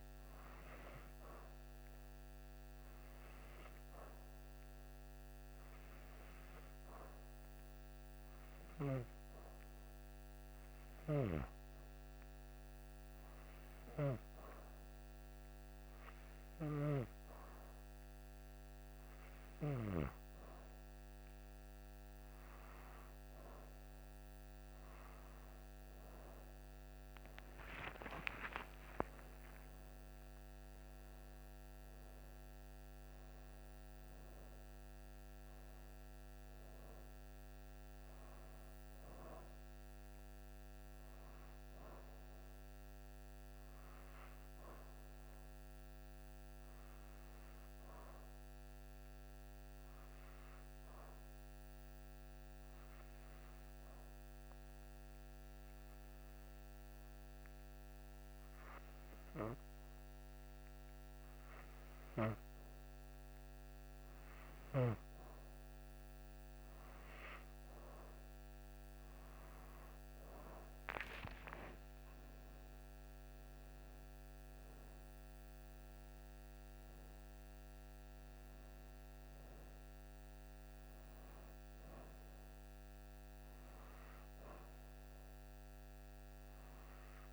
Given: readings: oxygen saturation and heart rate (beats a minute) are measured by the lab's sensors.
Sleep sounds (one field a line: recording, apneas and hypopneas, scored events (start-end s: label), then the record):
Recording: breathing in sleep by a microphone on the trachea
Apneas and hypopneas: 2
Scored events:
0.00-15.00 s: oxygen desaturation (device-marked, oxygen 92% lowest)
4.50-22.00 s: hypopnea (oxygen 98% before, 89% lowest)
24.00-40.00 s: oxygen desaturation (device-marked, oxygen 93% before, 90% lowest)
27.00-32.00 s: arousal
48.00-64.00 s: hypopnea (oxygen 93% before, 89% lowest)
68.00-73.50 s: arousal
71.00-87.33 s: oxygen desaturation (device-marked, oxygen 95% before, 89% lowest)
From the record:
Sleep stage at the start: N2 (light sleep)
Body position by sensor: on the back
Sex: female